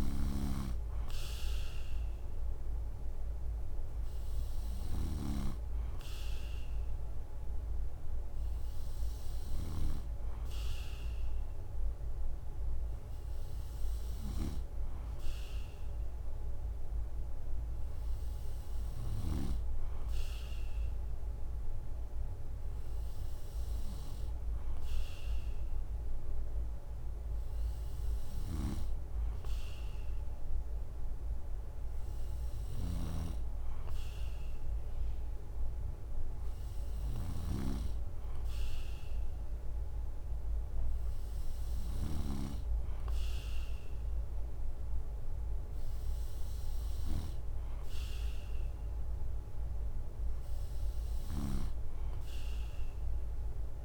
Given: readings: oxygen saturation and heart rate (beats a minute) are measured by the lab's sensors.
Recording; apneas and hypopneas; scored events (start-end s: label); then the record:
breathing in sleep by a room microphone; none
0.00-9.50 s: snoring (device-marked)
28.00-53.85 s: snoring (device-marked)
From the record:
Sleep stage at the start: N3 (deep sleep); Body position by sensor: on the right side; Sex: male